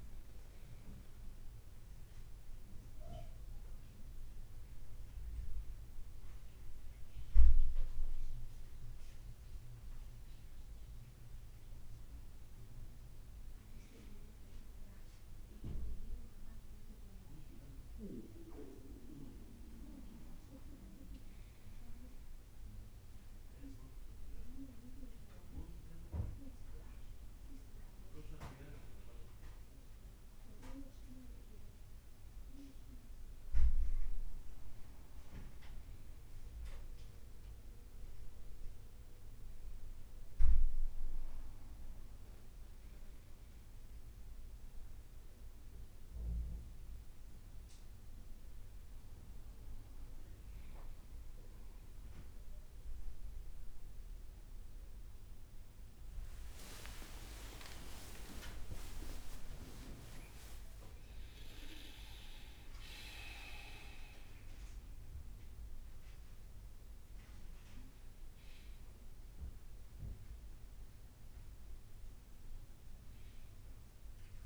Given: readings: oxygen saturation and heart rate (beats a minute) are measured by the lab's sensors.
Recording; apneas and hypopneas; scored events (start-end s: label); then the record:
breathing in sleep by a room microphone; 1
26.50-31.00 s: arousal
33.50-49.50 s: hypopnea (oxygen 98% before, 95% lowest, heart rate 56 before, 57 extreme, up 8 after)
55.50-64.00 s: leg movement (device-marked)
56.50-58.50 s: long interval between heartbeats (device-marked, heart rate 57 before, 65 extreme)
58.50-74.45 s: new sleep stage, awake
From the record:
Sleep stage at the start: N1 (lightest sleep); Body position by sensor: on the back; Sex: male